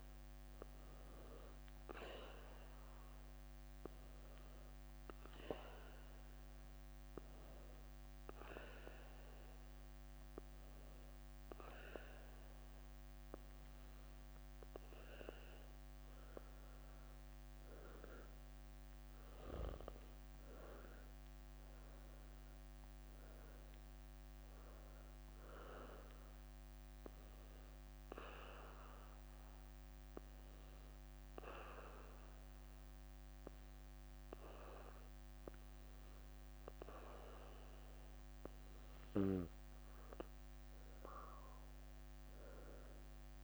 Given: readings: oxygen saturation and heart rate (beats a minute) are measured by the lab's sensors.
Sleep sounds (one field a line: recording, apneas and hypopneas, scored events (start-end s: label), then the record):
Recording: breathing in sleep by a microphone on the trachea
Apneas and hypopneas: 2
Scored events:
1.50-15.50 s: oxygen desaturation (device-marked, oxygen 93% before, 89% lowest, heart rate 71 before, 64 extreme)
5.50-16.00 s: obstructive apnea (oxygen 93% before, 89% lowest, heart rate 71 before, 64 extreme, up 5 after)
18.00-22.00 s: arousal
25.50-36.00 s: obstructive apnea (oxygen 94% before, 90% lowest, heart rate 69 before, 63 extreme, up 7 after)
26.50-39.50 s: oxygen desaturation (device-marked, oxygen 94% before, 90% lowest, heart rate 70 before, 63 extreme)
29.50-31.50 s: leg movement (device-marked)
35.00-40.50 s: leg movement (device-marked)
41.00-43.44 s: arousal
From the record:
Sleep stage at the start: N2 (light sleep)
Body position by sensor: on the back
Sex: female